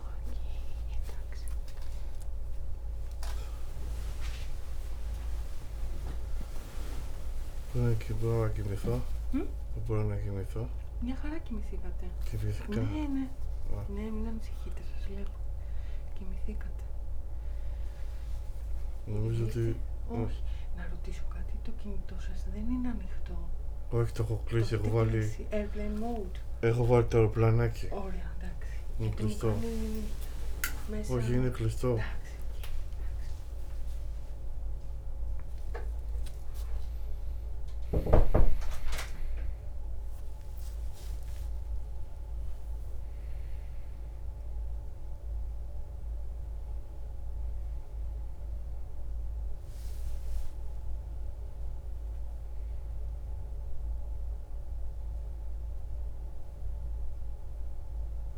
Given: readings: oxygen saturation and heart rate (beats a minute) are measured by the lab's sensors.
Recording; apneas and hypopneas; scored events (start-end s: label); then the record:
a person awake in a sleep study, by a room microphone; none
26.00-31.00 s: snoring (device-marked)
From the record:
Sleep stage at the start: awake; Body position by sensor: on the back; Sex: male